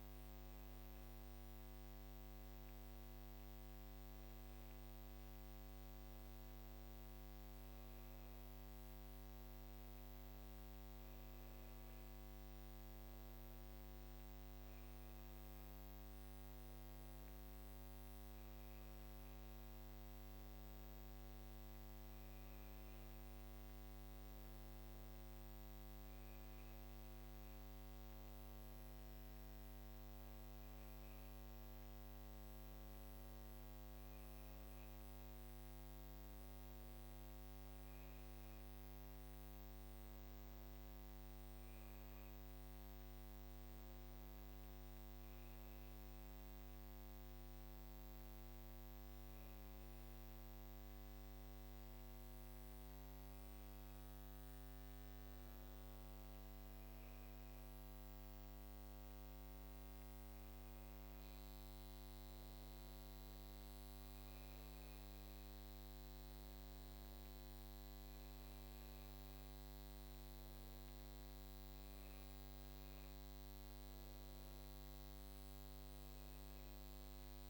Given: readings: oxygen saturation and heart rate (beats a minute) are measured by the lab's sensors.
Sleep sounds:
a person partly awake in a sleep study, hard to hear, by a microphone on the trachea; none
35.50-77.50 s: new sleep stage, N1 (lightest sleep)
From the record:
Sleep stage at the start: awake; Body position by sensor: on the back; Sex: female

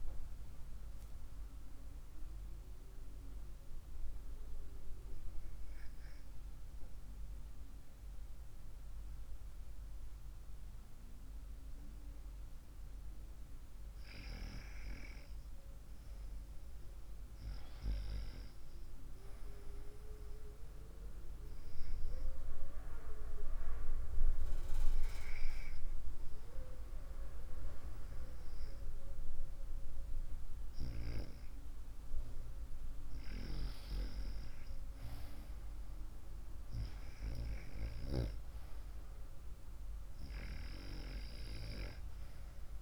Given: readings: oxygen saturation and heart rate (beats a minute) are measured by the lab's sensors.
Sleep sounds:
breathing in sleep by a room microphone; 1
1.50-14.00 s: hypopnea (oxygen 95% before, 90% lowest, heart rate 65 before, 55 extreme, up 4 after)
17.00-21.00 s: arousal
23.00-36.00 s: oxygen desaturation (device-marked, oxygen 94% before, 90% lowest, heart rate 61 before, 65 extreme)
From the record:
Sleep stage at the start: REM sleep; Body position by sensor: on the right side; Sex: female

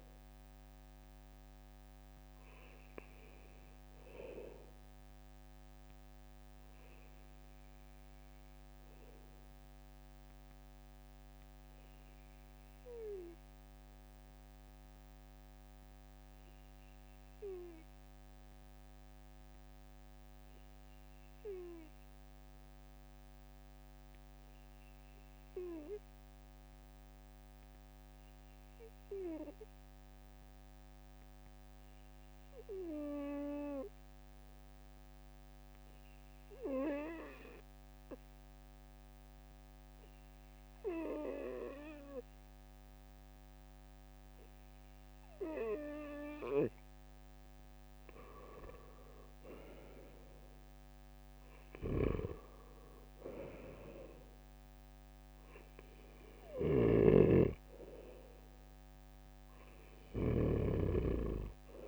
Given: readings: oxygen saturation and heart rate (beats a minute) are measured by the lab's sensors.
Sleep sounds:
breathing in sleep by a microphone on the trachea; 1
8.50-46.50 s: obstructive apnea (oxygen 95% before, 93% lowest, heart rate 62 before, 64 extreme, up 5 after)
49.50-54.50 s: arousal
56.00-60.00 s: snoring (device-marked)
From the record:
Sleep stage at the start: N2 (light sleep); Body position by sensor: on the right side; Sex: male

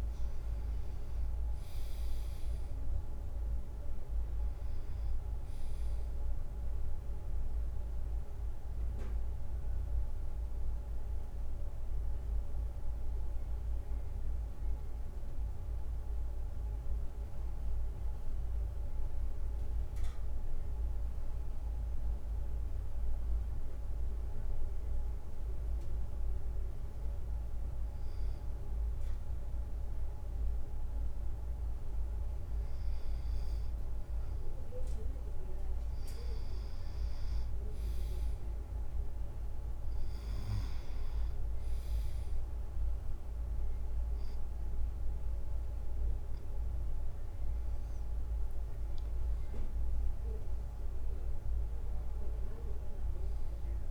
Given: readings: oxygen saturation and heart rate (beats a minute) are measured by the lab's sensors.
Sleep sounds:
breathing in sleep, hard to hear, by a room microphone; 1
0.00-1.00 s: leg movement (device-marked)
0.00-1.50 s: arousal
19.50-33.00 s: hypopnea (oxygen 99% before, 96% lowest, heart rate 57 before, 55 extreme, up 2 after)
48.00-52.50 s: arousal
48.50-50.00 s: leg movement (device-marked)
49.00-53.91 s: drop in pulse transit time (device-marked, heart rate 57 before, 53 extreme)
From the record:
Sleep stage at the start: N2 (light sleep); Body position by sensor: on the back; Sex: male

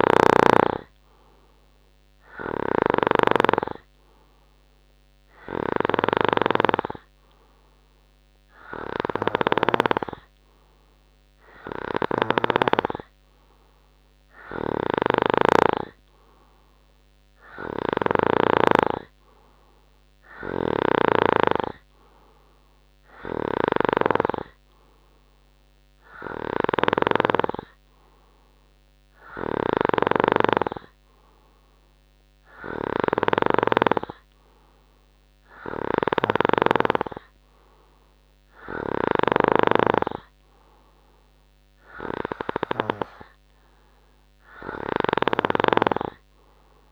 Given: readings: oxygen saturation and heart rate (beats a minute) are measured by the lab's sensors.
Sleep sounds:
breathing in sleep by a microphone on the trachea; none
0.00-13.00 s: snoring (device-marked)
15.00-18.50 s: snoring (device-marked)
29.50-39.50 s: snoring (device-marked)
From the record:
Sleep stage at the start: N2 (light sleep); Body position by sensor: on the right side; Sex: male

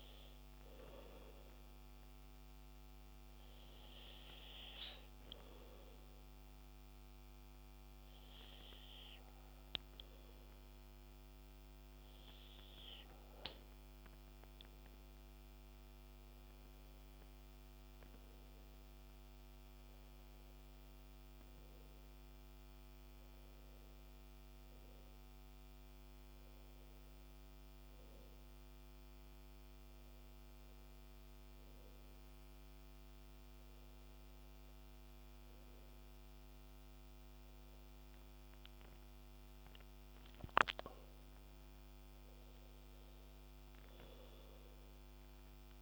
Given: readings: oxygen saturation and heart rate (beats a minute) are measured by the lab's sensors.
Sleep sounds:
breathing in sleep by a microphone on the trachea; none
10.00-45.81 s: new sleep stage, N2 (light sleep)
From the record:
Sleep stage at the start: N1 (lightest sleep); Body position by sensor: on the back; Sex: male

